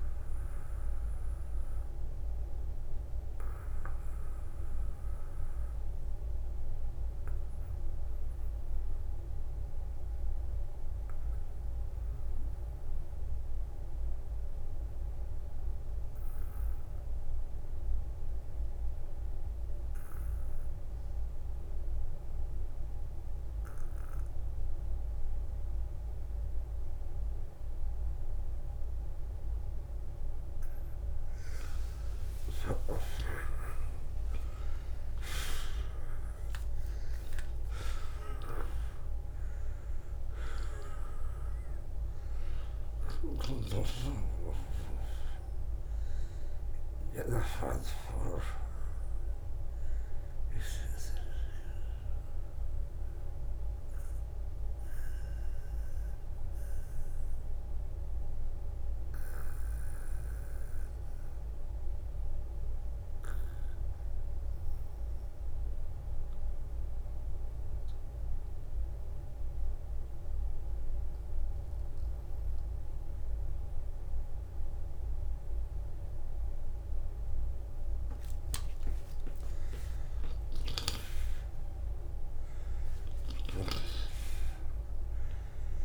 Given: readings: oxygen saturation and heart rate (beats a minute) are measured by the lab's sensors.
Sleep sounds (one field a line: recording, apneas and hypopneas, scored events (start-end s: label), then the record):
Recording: breathing in sleep by a room microphone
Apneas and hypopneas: 2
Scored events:
0.00-16.50 s: oxygen desaturation (device-marked, oxygen 76% lowest, heart rate 38 extreme)
13.50-30.00 s: obstructive apnea (oxygen 92% before, 82% lowest, heart rate 52 before, 42 extreme, up 17 after)
25.00-27.00 s: long interval between heartbeats (device-marked, heart rate 48 before, 49 extreme)
36.00-42.00 s: arousal
45.50-75.50 s: oxygen desaturation (device-marked, oxygen 94% before, 82% lowest, heart rate 56 before, 45 extreme)
50.00-78.00 s: obstructive apnea (oxygen 96% before, 82% lowest, heart rate 60 before, 45 extreme, up 13 after)
57.00-59.00 s: long interval between heartbeats (device-marked, heart rate 60 before, 53 extreme)
80.50-85.85 s: arousal
From the record:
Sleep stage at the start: N2 (light sleep)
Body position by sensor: on the back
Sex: male